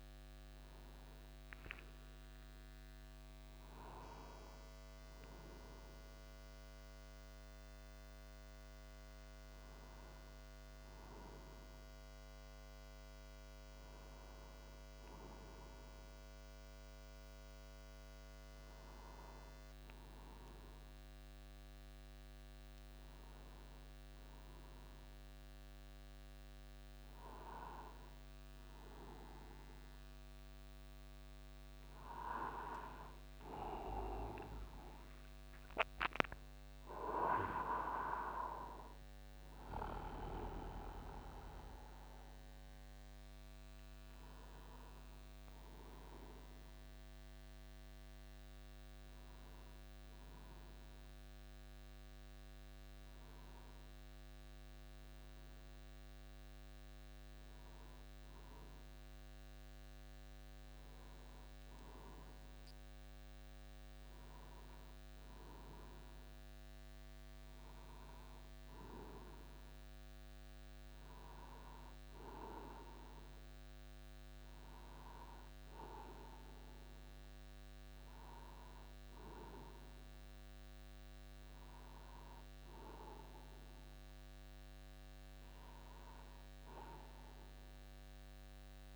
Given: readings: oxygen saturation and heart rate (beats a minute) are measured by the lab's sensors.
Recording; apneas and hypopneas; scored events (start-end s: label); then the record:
a person awake in a sleep study, by a microphone on the trachea; none
3.50-5.50 s: long interval between heartbeats (device-marked)
55.50-88.96 s: new sleep stage, N2 (light sleep)
From the record:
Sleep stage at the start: awake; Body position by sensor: upright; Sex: male